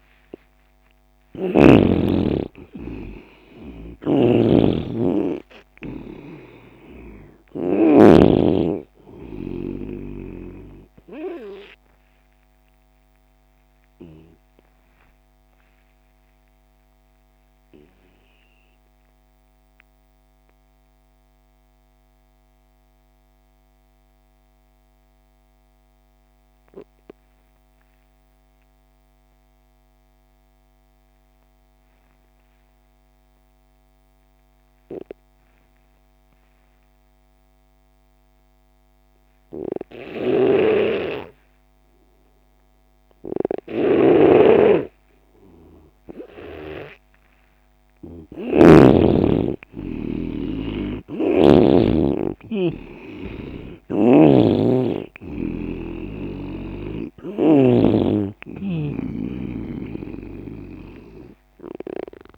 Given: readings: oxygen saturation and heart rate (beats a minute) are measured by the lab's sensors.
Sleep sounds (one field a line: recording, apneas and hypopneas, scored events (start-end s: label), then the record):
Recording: breathing in sleep by a microphone on the trachea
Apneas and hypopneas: 1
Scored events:
0.00-1.50 s: snoring (device-marked)
0.00-2.50 s: arousal
0.00-17.50 s: oxygen desaturation (device-marked, oxygen 90% lowest)
3.50-8.00 s: snoring (device-marked)
13.50-44.50 s: mixed apnea (oxygen 97% before, 88% lowest)
38.50-62.38 s: oxygen desaturation (device-marked, oxygen 98% before, 88% lowest)
40.00-44.00 s: snoring (device-marked)
47.50-53.00 s: arousal
53.50-57.50 s: snoring (device-marked)
From the record:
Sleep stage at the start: N2 (light sleep)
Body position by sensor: on the left side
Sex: male